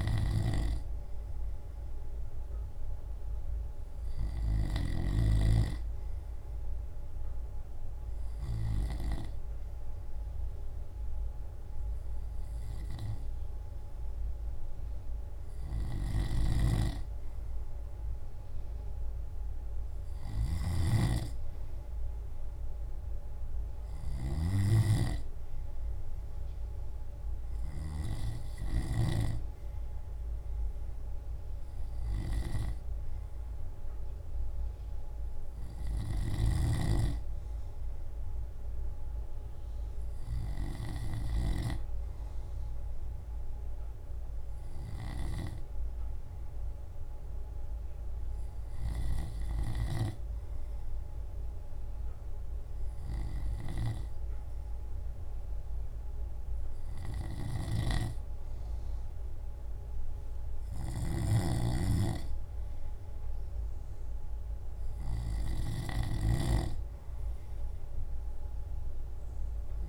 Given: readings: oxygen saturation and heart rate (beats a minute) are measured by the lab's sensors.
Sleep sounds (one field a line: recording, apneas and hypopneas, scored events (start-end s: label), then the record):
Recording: breathing in sleep by a room microphone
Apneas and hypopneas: none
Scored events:
0.00-8.00 s: drop in pulse transit time (device-marked, heart rate 58 extreme)
58.50-62.00 s: arousal
63.00-69.89 s: drop in pulse transit time (device-marked, heart rate 57 before, 57 extreme)
From the record:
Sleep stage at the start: N2 (light sleep)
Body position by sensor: on the left side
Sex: male